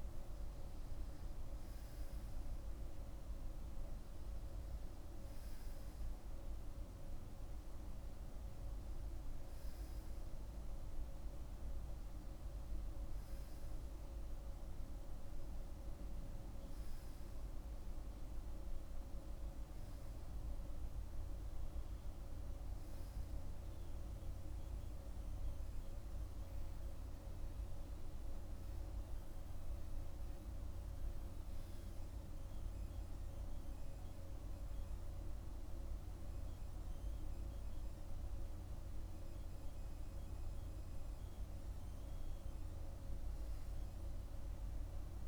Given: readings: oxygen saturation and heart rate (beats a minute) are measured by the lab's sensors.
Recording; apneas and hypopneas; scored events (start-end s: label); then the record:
breathing in sleep, hard to hear, by a room microphone; none
0.50-3.50 s: oxygen desaturation (device-marked, oxygen 98% before, 95% lowest, heart rate 64 before, 51 extreme)
From the record:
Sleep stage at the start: REM sleep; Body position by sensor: on the right side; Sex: male